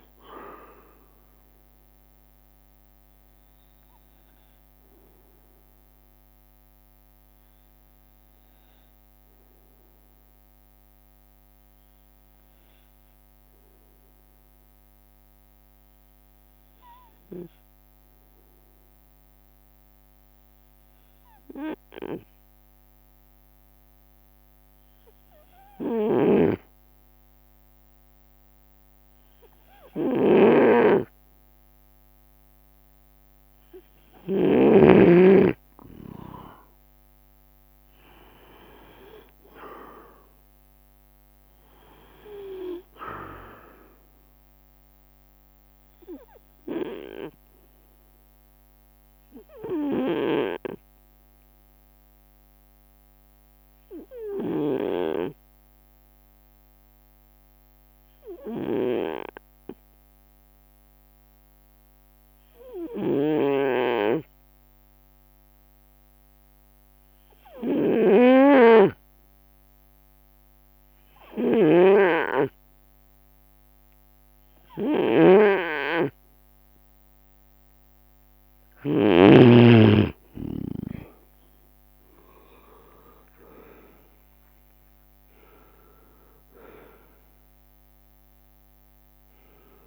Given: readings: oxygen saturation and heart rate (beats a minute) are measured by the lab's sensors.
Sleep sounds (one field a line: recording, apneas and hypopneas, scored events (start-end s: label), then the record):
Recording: breathing in sleep by a microphone on the trachea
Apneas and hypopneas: 2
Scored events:
0.00-7.00 s: bradycardia (device-marked)
1.00-4.50 s: leg movement (device-marked)
5.00-32.50 s: obstructive apnea (oxygen 98% before, 91% lowest)
14.00-61.00 s: bradycardia (device-marked)
19.50-21.50 s: long interval between heartbeats (device-marked)
26.00-35.00 s: snoring (device-marked)
35.50-39.50 s: arousal
41.00-50.00 s: oxygen desaturation (device-marked, oxygen 96% before, 93% lowest)
44.50-47.00 s: leg movement (device-marked)
47.50-77.00 s: obstructive apnea (oxygen 98% before, 91% lowest)
63.00-79.50 s: snoring (device-marked)
65.50-67.50 s: long interval between heartbeats (device-marked)
67.00-89.87 s: bradycardia (device-marked)
69.50-77.50 s: leg movement (device-marked)
71.50-73.50 s: long interval between heartbeats (device-marked)
75.00-89.00 s: oxygen desaturation (device-marked, oxygen 97% before, 91% lowest)
76.00-78.00 s: long interval between heartbeats (device-marked)
78.00-87.50 s: leg movement (device-marked)
80.50-82.50 s: long interval between heartbeats (device-marked)
83.50-88.50 s: arousal
88.50-89.87 s: leg movement (device-marked)
From the record:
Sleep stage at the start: N2 (light sleep)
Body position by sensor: on the right side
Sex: male